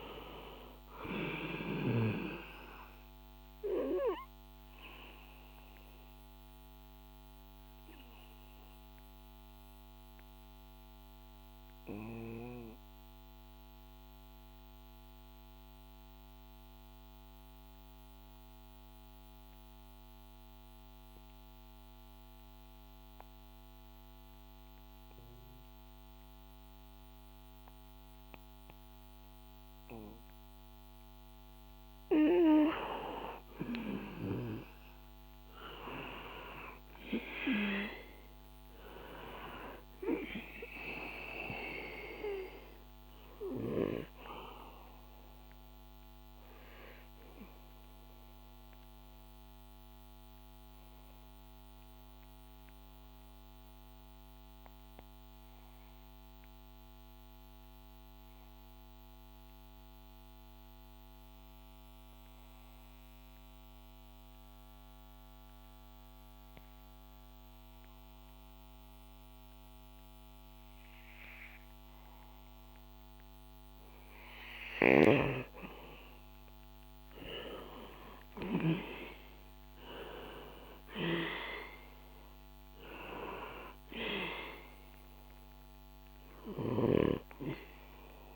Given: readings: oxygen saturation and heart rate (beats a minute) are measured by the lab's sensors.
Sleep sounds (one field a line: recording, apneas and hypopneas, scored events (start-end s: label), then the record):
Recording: breathing in sleep by a microphone on the trachea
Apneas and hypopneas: 2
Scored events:
0.00-21.50 s: oxygen desaturation (device-marked, oxygen 89% lowest, heart rate 58 extreme)
4.50-30.50 s: mixed apnea (oxygen 98% before, 89% lowest, heart rate 64 before, 58 extreme, up 1 after)
34.00-38.00 s: arousal
46.00-73.00 s: mixed apnea (oxygen 98% before, 90% lowest, heart rate 66 before, 60 extreme, up 8 after)
48.50-60.50 s: oxygen desaturation (device-marked, oxygen 95% before, 92% lowest, heart rate 66 before, 60 extreme)
75.50-81.00 s: arousal
75.50-88.36 s: oxygen desaturation (device-marked, oxygen 97% before, 90% lowest, heart rate 61 before, 62 extreme)
From the record:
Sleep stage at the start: N2 (light sleep)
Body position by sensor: on the back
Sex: male